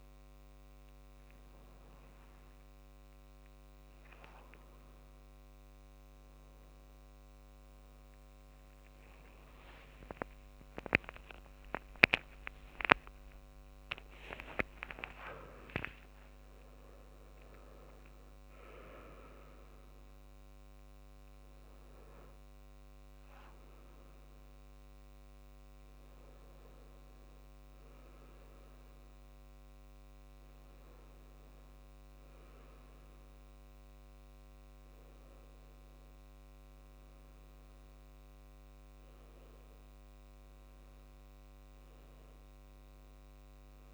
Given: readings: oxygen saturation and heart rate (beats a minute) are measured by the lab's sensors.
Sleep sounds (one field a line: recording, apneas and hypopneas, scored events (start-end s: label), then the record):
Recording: a person awake in a sleep study, by a microphone on the trachea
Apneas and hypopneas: none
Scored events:
29.50-43.94 s: new sleep stage, N1 (lightest sleep)
From the record:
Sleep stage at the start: awake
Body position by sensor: on the back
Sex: male